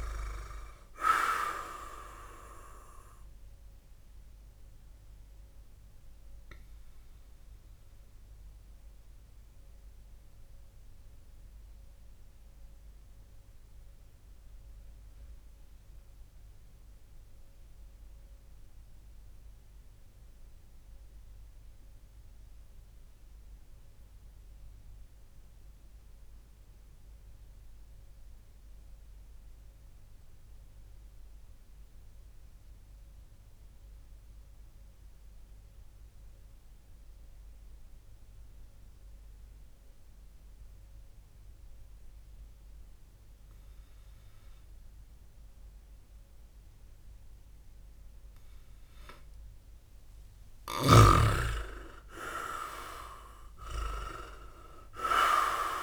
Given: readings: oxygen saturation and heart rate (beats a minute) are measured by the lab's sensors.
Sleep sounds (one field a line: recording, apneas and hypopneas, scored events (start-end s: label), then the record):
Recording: breathing in sleep by a room microphone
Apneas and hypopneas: 1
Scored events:
4.00-47.00 s: obstructive apnea (oxygen 100% before, 95% lowest)
45.50-55.83 s: oxygen desaturation (device-marked, oxygen 100% before, 95% lowest)
50.00-55.83 s: snoring (device-marked)
50.50-54.50 s: arousal
From the record:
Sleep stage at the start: N2 (light sleep)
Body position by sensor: on the back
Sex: male